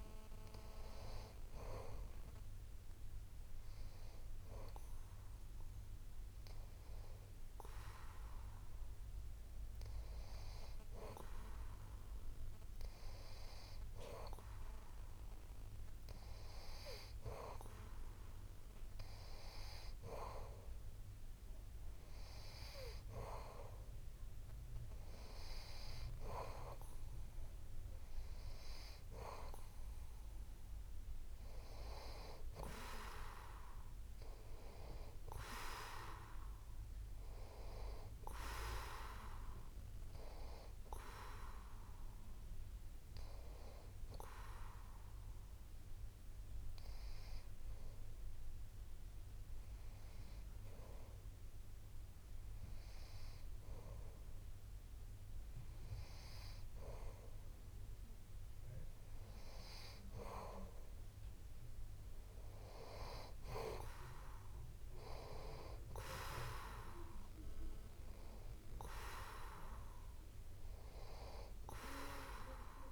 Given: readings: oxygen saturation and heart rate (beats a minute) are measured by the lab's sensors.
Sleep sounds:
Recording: breathing in sleep by a room microphone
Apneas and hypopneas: 1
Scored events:
39.00-42.00 s: arousal
44.50-57.00 s: hypopnea (oxygen 92% before, 90% lowest)
59.50-63.50 s: arousal
From the record:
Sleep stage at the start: N2 (light sleep)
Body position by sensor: on the back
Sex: male

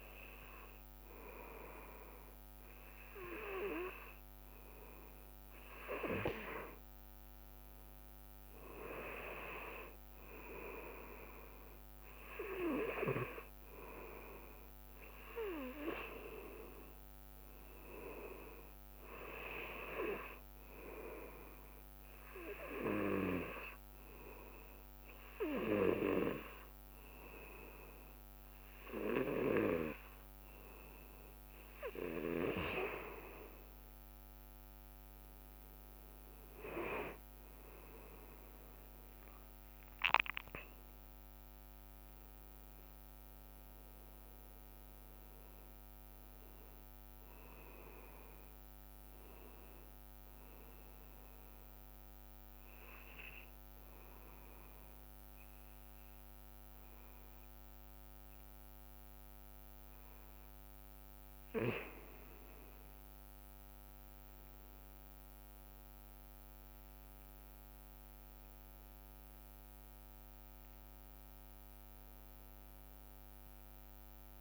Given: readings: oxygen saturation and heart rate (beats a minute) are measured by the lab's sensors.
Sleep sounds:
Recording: breathing in sleep by a microphone on the trachea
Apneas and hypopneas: 2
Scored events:
22.50-33.00 s: hypopnea (oxygen 98% before, 95% lowest, heart rate 59 before, 57 extreme, up 9 after)
36.00-40.50 s: arousal
52.00-62.50 s: obstructive apnea (oxygen 97% before, 95% lowest, heart rate 63 before, 56 extreme, up 2 after)
65.00-69.00 s: arousal
From the record:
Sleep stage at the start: N2 (light sleep)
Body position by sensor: on the back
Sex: male

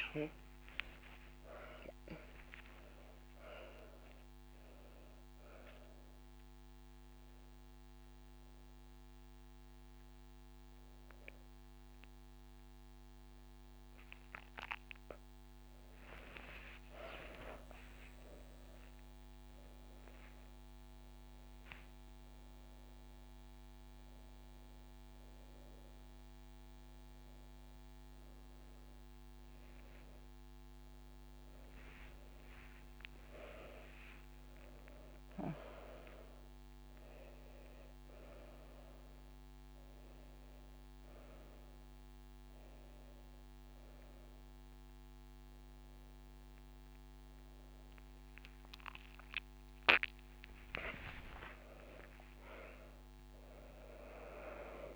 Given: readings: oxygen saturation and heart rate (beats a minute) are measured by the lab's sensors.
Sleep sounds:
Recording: a person awake in a sleep study, by a microphone on the trachea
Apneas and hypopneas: 1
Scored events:
0.00-1.00 s: long interval between heartbeats (device-marked)
0.00-5.00 s: drop in pulse transit time (device-marked)
3.00-5.00 s: long interval between heartbeats (device-marked, heart rate 35 before, 93 extreme)
5.00-17.50 s: obstructive apnea (oxygen 97% before, 92% lowest, heart rate 44 before, 47 extreme, up 44 after)
14.00-16.00 s: long interval between heartbeats (device-marked, heart rate 80 before, 63 extreme)
19.00-21.00 s: long interval between heartbeats (device-marked, heart rate 79 before, 79 extreme)
20.00-40.00 s: drop in pulse transit time (device-marked, heart rate 80 before, 47 extreme)
21.00-32.00 s: oxygen desaturation (device-marked, oxygen 98% before, 93% lowest, heart rate 79 before, 47 extreme)
29.50-31.50 s: long interval between heartbeats (device-marked, heart rate 78 before, 76 extreme)
51.00-54.96 s: oxygen desaturation (device-marked, oxygen 96% before, 92% lowest)
From the record:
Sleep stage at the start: awake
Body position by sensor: on the back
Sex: female

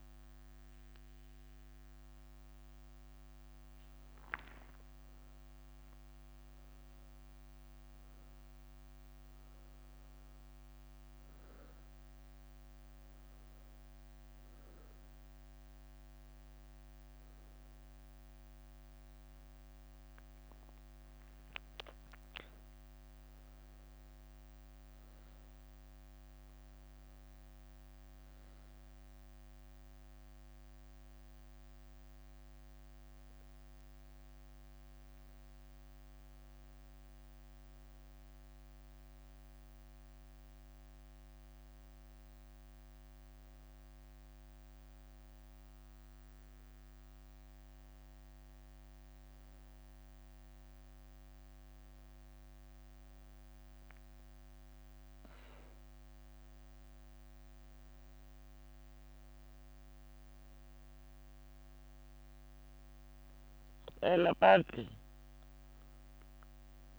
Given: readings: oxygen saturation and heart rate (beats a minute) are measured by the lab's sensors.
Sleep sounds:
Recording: a person partly awake in a sleep study, hard to hear, by a microphone on the trachea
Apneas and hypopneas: none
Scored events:
0.00-4.00 s: leg movement (device-marked)
4.00-64.00 s: new sleep stage, N1 (lightest sleep)
6.00-9.00 s: leg movement (device-marked)
28.50-31.50 s: leg movement (device-marked)
33.00-35.00 s: leg movement (device-marked)
49.50-59.50 s: leg movement (device-marked)
63.00-65.00 s: leg movement (device-marked)
64.00-66.99 s: new sleep stage, awake
65.50-66.99 s: leg movement (device-marked)
From the record:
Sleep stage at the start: awake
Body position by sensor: on the back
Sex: female

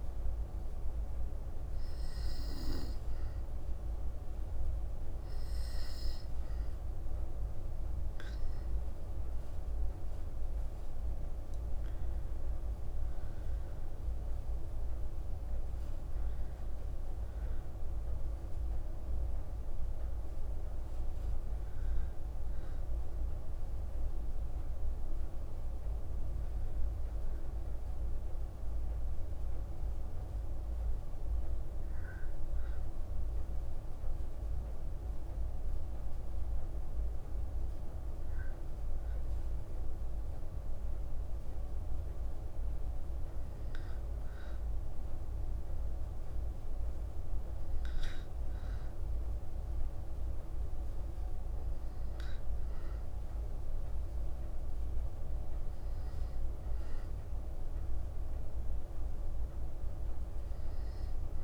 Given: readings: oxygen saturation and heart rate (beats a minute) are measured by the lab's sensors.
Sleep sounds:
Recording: breathing in sleep, hard to hear, by a room microphone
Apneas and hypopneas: 1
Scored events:
21.00-24.50 s: arousal
27.00-41.50 s: hypopnea (oxygen 95% before, 94% lowest, heart rate 58 before, 55 extreme, up 1 after)
44.00-48.00 s: arousal
From the record:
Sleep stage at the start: N2 (light sleep)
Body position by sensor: on the back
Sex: female

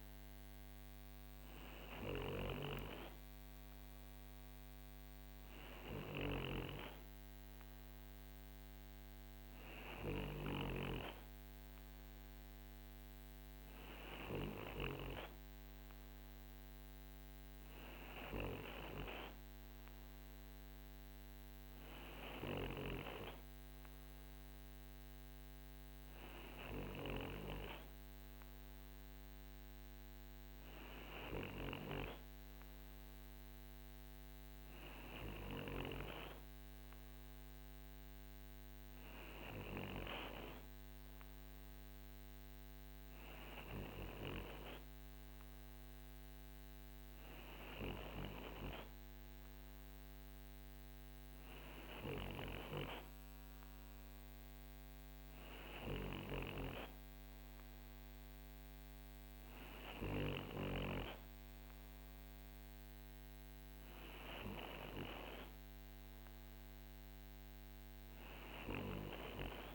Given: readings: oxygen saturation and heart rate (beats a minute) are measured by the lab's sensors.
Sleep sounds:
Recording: breathing in sleep by a microphone on the trachea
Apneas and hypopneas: none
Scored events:
none scored
From the record:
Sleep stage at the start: N2 (light sleep)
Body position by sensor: on the right side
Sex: male

